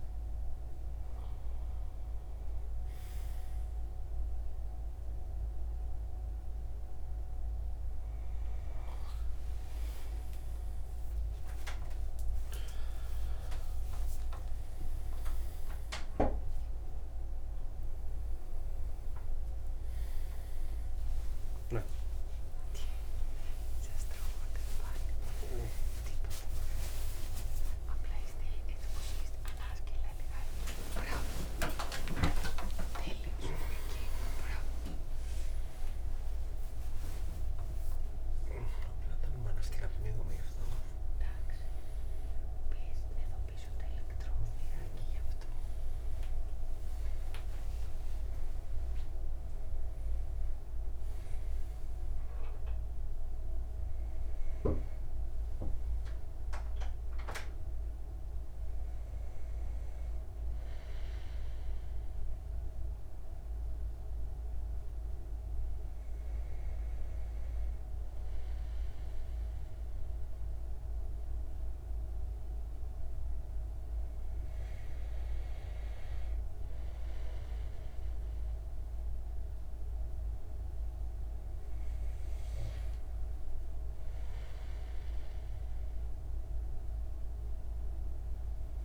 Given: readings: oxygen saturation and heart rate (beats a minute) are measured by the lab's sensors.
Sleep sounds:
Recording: a person awake in a sleep study, by a room microphone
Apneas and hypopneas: none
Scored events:
57.50-88.84 s: new sleep stage, N2 (light sleep)
From the record:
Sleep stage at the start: awake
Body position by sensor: on the back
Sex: male

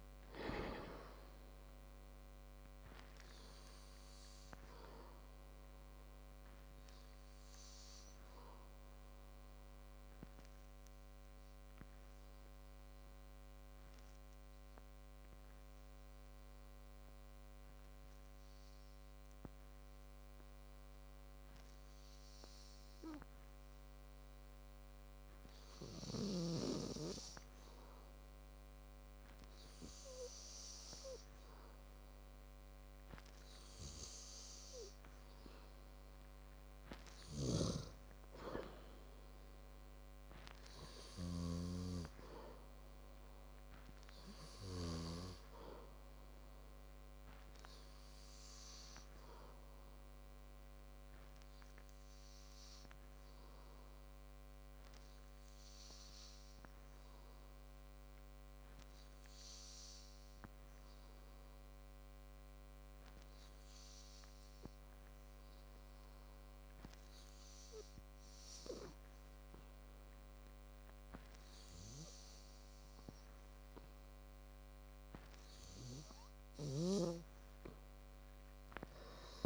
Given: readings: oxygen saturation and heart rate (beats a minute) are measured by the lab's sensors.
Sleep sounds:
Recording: breathing in sleep by a microphone on the trachea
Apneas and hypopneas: 2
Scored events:
0.00-1.00 s: arousal
6.00-33.50 s: hypopnea (oxygen 97% before, 94% lowest, heart rate 59 before, 52 extreme, up 7 after)
24.50-35.50 s: oxygen desaturation (device-marked, oxygen 97% before, 94% lowest, heart rate 56 before, 56 extreme)
35.50-38.50 s: arousal
45.00-69.50 s: hypopnea (oxygen 98% before, 92% lowest, heart rate 60 before, 53 extreme, up 7 after)
72.00-75.50 s: arousal
From the record:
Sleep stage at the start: N2 (light sleep)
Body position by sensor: on the back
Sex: male

